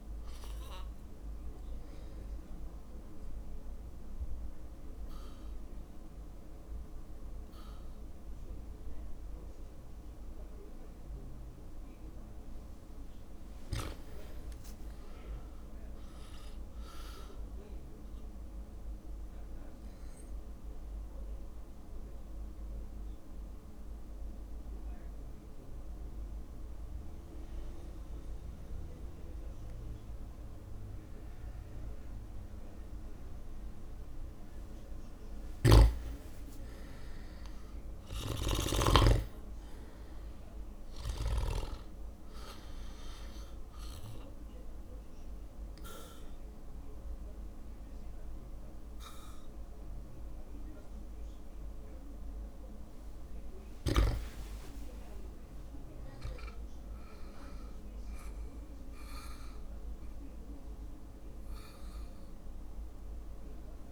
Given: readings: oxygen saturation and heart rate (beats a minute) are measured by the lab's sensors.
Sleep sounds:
breathing in sleep by a room microphone; 3
0.00-8.00 s: drop in pulse transit time (device-marked, heart rate 54 extreme)
0.50-11.50 s: obstructive apnea (oxygen 99% before, 94% lowest, heart rate 59 before, 54 extreme, up 7 after)
8.00-19.00 s: oxygen desaturation (device-marked, oxygen 98% before, 94% lowest, heart rate 59 before, 55 extreme)
13.00-15.50 s: arousal
18.50-34.50 s: obstructive apnea (oxygen 98% before, 95% lowest, heart rate 58 before, 55 extreme, up 6 after)
37.00-40.00 s: arousal
38.00-41.50 s: snoring (device-marked)
43.50-54.50 s: obstructive apnea (oxygen 100% before, 97% lowest, heart rate 58 before, 57 extreme, up 3 after)
56.00-63.92 s: drop in pulse transit time (device-marked, heart rate 59 before, 58 extreme)
56.50-60.00 s: arousal
From the record:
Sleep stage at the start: REM sleep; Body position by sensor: on the back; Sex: male

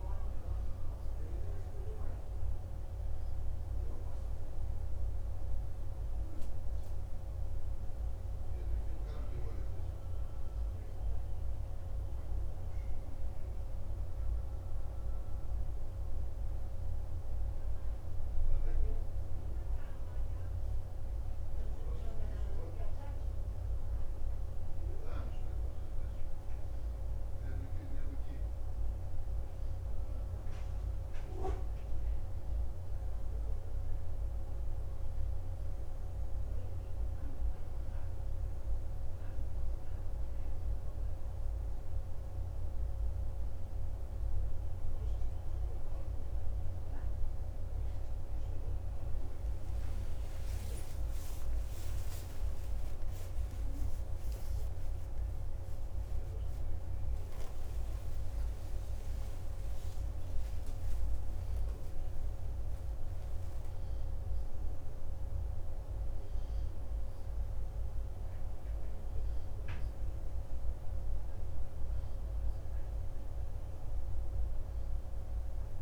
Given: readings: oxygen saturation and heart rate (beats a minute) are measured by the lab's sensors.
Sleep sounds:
breathing in sleep, hard to hear, by a room microphone; 2
7.00-24.00 s: hypopnea (oxygen 92% before, 90% lowest, heart rate 51 before, 47 extreme, up 8 after)
27.50-31.50 s: arousal
42.00-55.50 s: hypopnea (oxygen 93% before, 90% lowest, heart rate 52 before, 51 extreme)
56.50-60.00 s: arousal
From the record:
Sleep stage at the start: N2 (light sleep); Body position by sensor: on the back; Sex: male

